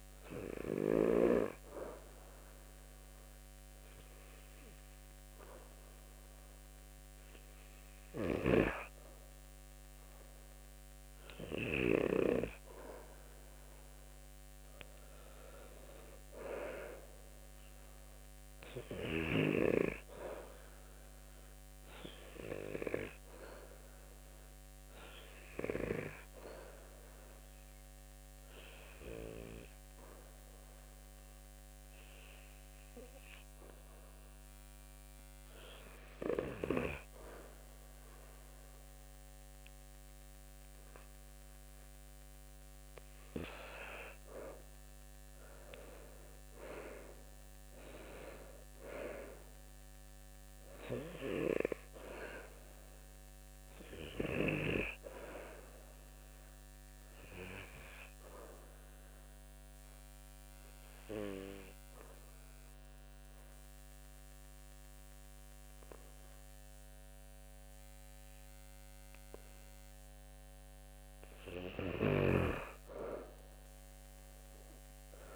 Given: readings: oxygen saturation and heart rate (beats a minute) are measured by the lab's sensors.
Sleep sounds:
breathing in sleep by a microphone on the trachea; 3
2.50-13.00 s: obstructive apnea (oxygen 95% before, 91% lowest, heart rate 70 before, 63 extreme, up 2 after)
8.50-12.50 s: oxygen desaturation (device-marked, oxygen 95% before, 92% lowest, heart rate 71 before, 63 extreme)
16.50-20.00 s: arousal
22.00-42.00 s: obstructive apnea (oxygen 95% before, 90% lowest, heart rate 71 before, 64 extreme, up 9 after)
45.00-49.00 s: arousal
56.00-69.50 s: obstructive apnea (oxygen 93% before, 90% lowest, heart rate 73 before, 69 extreme, up 4 after)
71.50-75.36 s: snoring (device-marked)
72.00-75.36 s: arousal
From the record:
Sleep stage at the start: N2 (light sleep); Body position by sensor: on the back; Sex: male

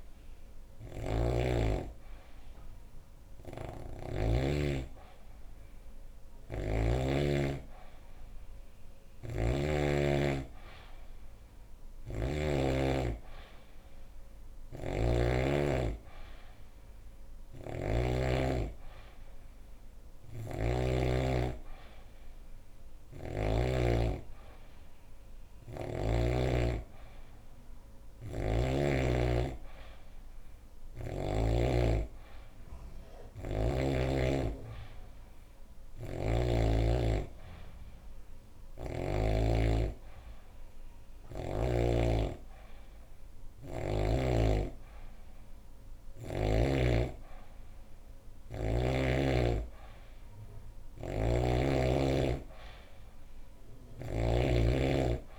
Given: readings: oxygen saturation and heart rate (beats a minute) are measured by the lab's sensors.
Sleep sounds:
breathing in sleep by a room microphone; none
0.00-4.00 s: snoring (device-marked)
8.50-15.00 s: snoring (device-marked)
17.00-20.50 s: snoring (device-marked)
25.00-28.50 s: snoring (device-marked)
35.50-39.00 s: snoring (device-marked)
From the record:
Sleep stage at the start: N3 (deep sleep); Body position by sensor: on the back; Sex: female

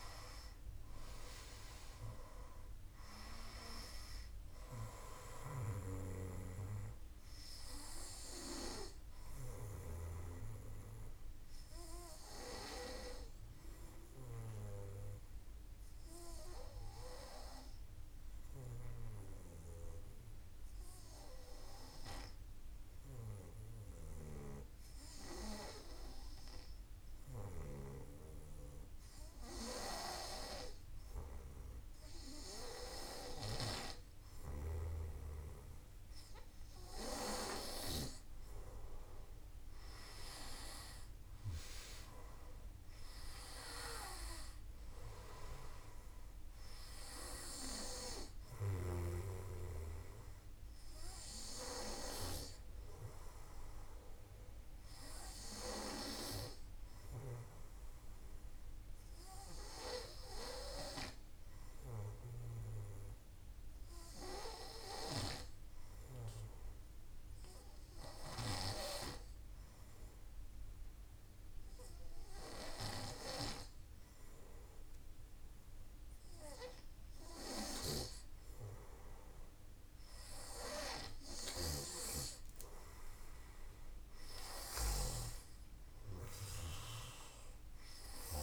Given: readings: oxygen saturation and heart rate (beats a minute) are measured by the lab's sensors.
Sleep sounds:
breathing in sleep by a room microphone; 2
4.50-9.50 s: snoring (device-marked)
12.50-28.00 s: obstructive apnea (oxygen 96% before, 93% lowest, heart rate 54 before, 50 extreme, up 3 after)
31.50-35.00 s: arousal
32.50-37.50 s: snoring (device-marked)
45.00-68.00 s: oxygen desaturation (device-marked, oxygen 97% before, 93% lowest, heart rate 53 before, 51 extreme)
61.00-76.50 s: hypopnea (oxygen 98% before, 93% lowest, heart rate 53 before, 51 extreme, up 2 after)
67.50-88.43 s: snoring (device-marked)
79.00-83.00 s: arousal
From the record:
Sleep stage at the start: N2 (light sleep); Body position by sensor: on the back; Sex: male

